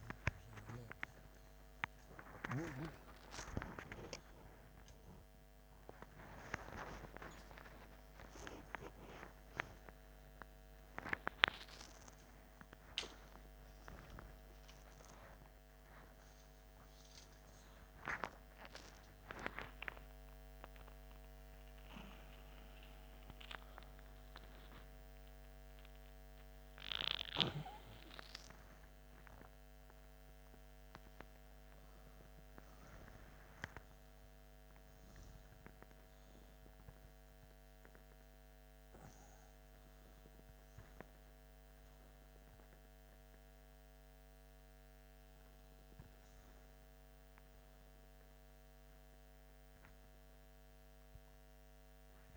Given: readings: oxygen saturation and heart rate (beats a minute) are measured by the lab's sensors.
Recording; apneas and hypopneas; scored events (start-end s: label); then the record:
a person awake in a sleep study, by a microphone on the trachea; none
none scored
From the record:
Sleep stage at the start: awake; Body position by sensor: upright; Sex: male